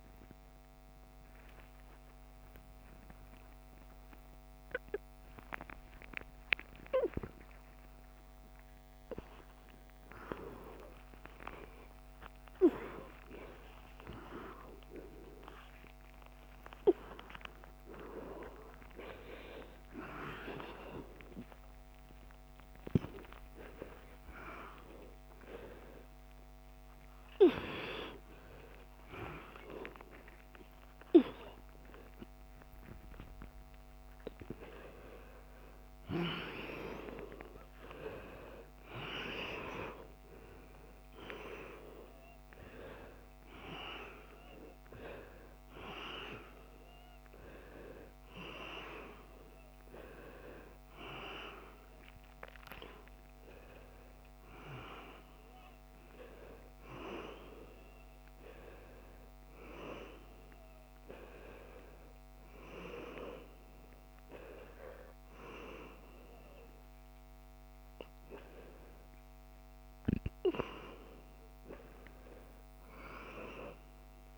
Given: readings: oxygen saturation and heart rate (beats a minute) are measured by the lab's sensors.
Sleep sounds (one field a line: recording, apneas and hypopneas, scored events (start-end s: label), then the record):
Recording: a person awake in a sleep study, by a microphone on the trachea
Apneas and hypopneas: none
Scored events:
12.50-14.50 s: long interval between heartbeats (device-marked, heart rate 114 before, 145 extreme)
15.00-17.00 s: long interval between heartbeats (device-marked, heart rate 123 before, 161 extreme)
20.50-22.50 s: long interval between heartbeats (device-marked, heart rate 141 before, 171 extreme)
23.50-25.50 s: long interval between heartbeats (device-marked, heart rate 149 before, 159 extreme)
30.00-32.00 s: long interval between heartbeats (device-marked, heart rate 155 before, 127 extreme)
33.00-35.00 s: long interval between heartbeats (device-marked, heart rate 156 before, 185 extreme)
35.00-37.00 s: long interval between heartbeats (device-marked, heart rate 160 before, 147 extreme)
38.00-40.00 s: long interval between heartbeats (device-marked, heart rate 157 before, 107 extreme)
43.00-49.00 s: bradycardia (device-marked)
49.00-51.00 s: long interval between heartbeats (device-marked, heart rate 117 before, 45 extreme)
55.50-57.50 s: long interval between heartbeats (device-marked, heart rate 97 before, 128 extreme)
61.00-63.00 s: long interval between heartbeats (device-marked, heart rate 96 before, 96 extreme)
68.50-70.50 s: long interval between heartbeats (device-marked, heart rate 102 before, 109 extreme)
From the record:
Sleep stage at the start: awake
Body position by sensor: upright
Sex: male